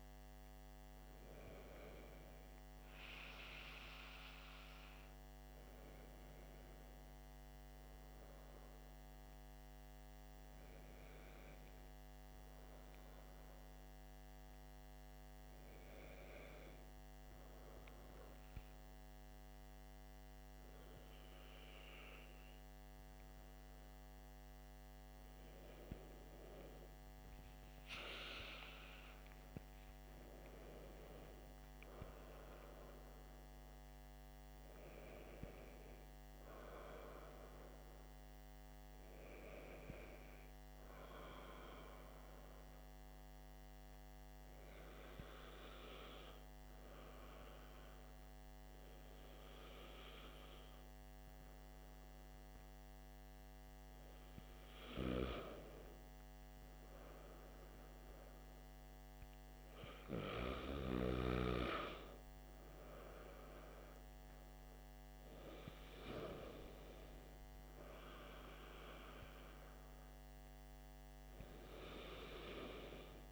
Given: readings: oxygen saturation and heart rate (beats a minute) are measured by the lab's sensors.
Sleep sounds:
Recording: breathing in sleep by a microphone on the trachea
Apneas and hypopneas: 2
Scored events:
11.50-25.50 s: hypopnea (oxygen 97% before, 95% lowest, heart rate 56 before, 48 extreme, up 19 after)
27.00-30.50 s: arousal
42.50-55.00 s: hypopnea (oxygen 97% before, 94% lowest, heart rate 61 before, 48 extreme, up 14 after)
57.00-60.00 s: arousal
From the record:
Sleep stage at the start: N2 (light sleep)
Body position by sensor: on the back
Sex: male

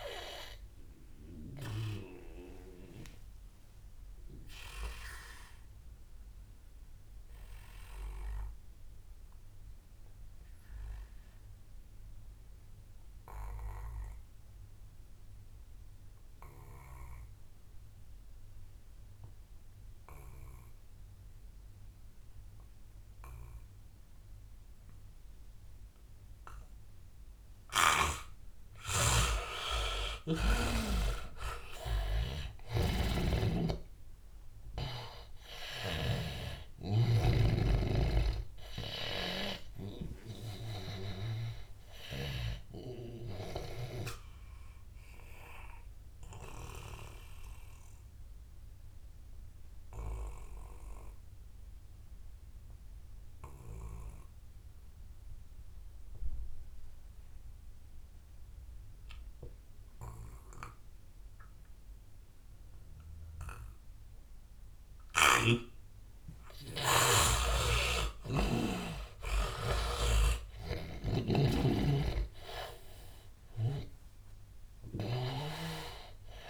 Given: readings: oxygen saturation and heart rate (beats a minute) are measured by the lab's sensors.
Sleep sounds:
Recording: breathing in sleep by a room microphone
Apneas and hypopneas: 2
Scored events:
0.00-2.00 s: snoring (device-marked)
0.00-9.00 s: oxygen desaturation (device-marked, oxygen 81% lowest, heart rate 78 extreme)
1.00-27.00 s: obstructive apnea (oxygen 98% before, 79% lowest, heart rate 88 before, 78 extreme, up 14 after)
23.00-52.00 s: oxygen desaturation (device-marked, oxygen 98% before, 79% lowest, heart rate 88 before, 80 extreme)
29.00-42.50 s: snoring (device-marked)
30.00-34.00 s: arousal
43.50-66.00 s: obstructive apnea (oxygen 98% before, 79% lowest, heart rate 88 before, 80 extreme, up 13 after)
66.00-76.50 s: oxygen desaturation (device-marked, oxygen 99% before, 80% lowest, heart rate 85 before, 90 extreme)
68.50-72.00 s: arousal
70.00-75.50 s: snoring (device-marked)
From the record:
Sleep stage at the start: N2 (light sleep)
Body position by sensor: on the back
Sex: male

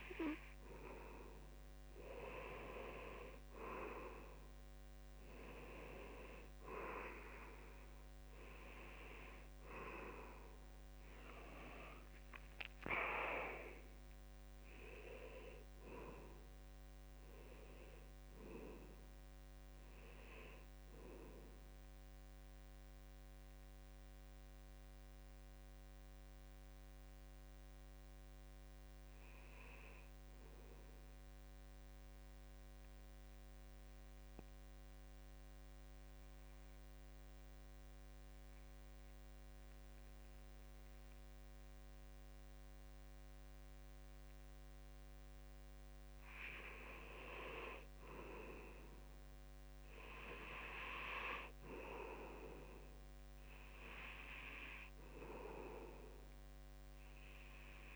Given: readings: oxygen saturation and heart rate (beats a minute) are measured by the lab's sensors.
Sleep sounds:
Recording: breathing in sleep by a microphone on the trachea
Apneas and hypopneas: 1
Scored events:
0.00-1.50 s: arousal
0.00-2.00 s: long interval between heartbeats (device-marked, heart rate 73 before, 71 extreme)
0.00-14.00 s: oxygen desaturation (device-marked, oxygen 86% lowest, heart rate 64 extreme)
3.50-5.50 s: long interval between heartbeats (device-marked, heart rate 74 before, 73 extreme)
8.00-10.00 s: long interval between heartbeats (device-marked, heart rate 73 before, 68 extreme)
22.50-44.50 s: mixed apnea (oxygen 93% before, 83% lowest, heart rate 71 before, 68 extreme, up 3 after)
44.00-57.96 s: oxygen desaturation (device-marked, oxygen 95% before, 84% lowest, heart rate 72 before, 68 extreme)
46.50-49.50 s: arousal
55.00-57.00 s: long interval between heartbeats (device-marked, heart rate 73 before, 70 extreme)
From the record:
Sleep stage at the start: N2 (light sleep)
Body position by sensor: on the back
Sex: male

